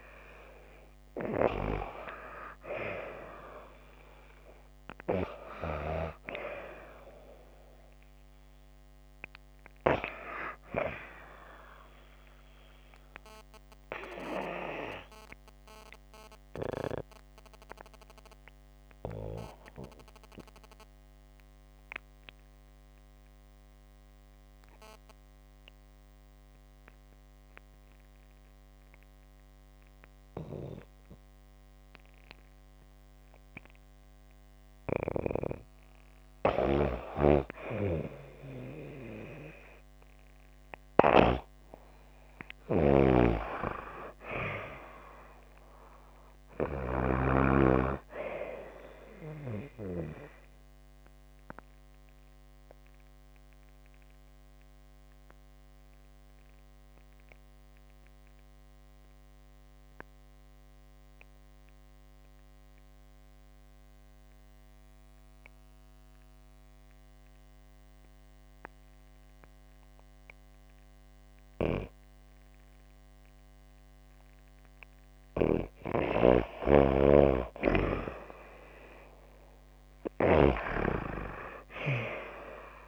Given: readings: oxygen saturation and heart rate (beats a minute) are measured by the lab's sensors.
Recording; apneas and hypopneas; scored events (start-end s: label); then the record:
breathing in sleep by a microphone on the trachea; 2
0.00-1.00 s: arousal
13.00-34.00 s: obstructive apnea (oxygen 97% before, 86% lowest, heart rate 62 before, 53 extreme, up 32 after)
25.00-54.00 s: oxygen desaturation (device-marked, oxygen 94% before, 86% lowest, heart rate 61 before, 52 extreme)
36.00-46.50 s: snoring (device-marked)
36.50-41.50 s: arousal
51.00-74.50 s: obstructive apnea (oxygen 94% before, 88% lowest, heart rate 65 before, 52 extreme, up 21 after)
74.00-82.88 s: oxygen desaturation (device-marked, oxygen 96% before, 89% lowest, heart rate 57 before, 52 extreme)
75.50-80.00 s: snoring (device-marked)
77.00-81.50 s: arousal
From the record:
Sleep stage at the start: N2 (light sleep); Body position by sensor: on the back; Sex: female